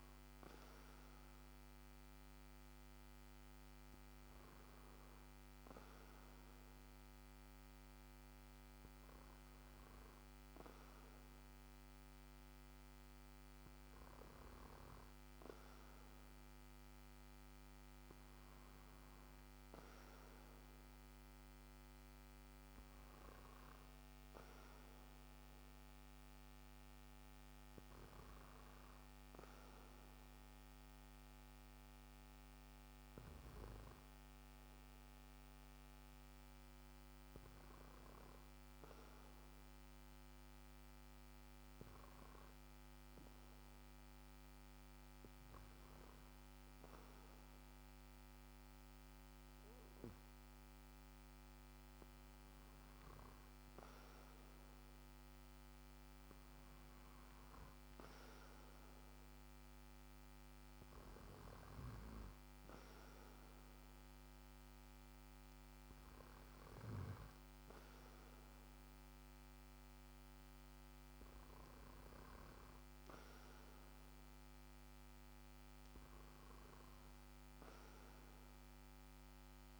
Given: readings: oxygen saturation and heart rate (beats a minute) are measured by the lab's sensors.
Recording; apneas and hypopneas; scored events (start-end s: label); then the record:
breathing in sleep, hard to hear, by a microphone on the trachea; 1
31.50-52.50 s: hypopnea (oxygen 96% before, 93% lowest, heart rate 55 before, 53 extreme, up 2 after)
54.00-58.50 s: arousal
From the record:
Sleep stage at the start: N2 (light sleep); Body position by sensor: on the back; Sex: male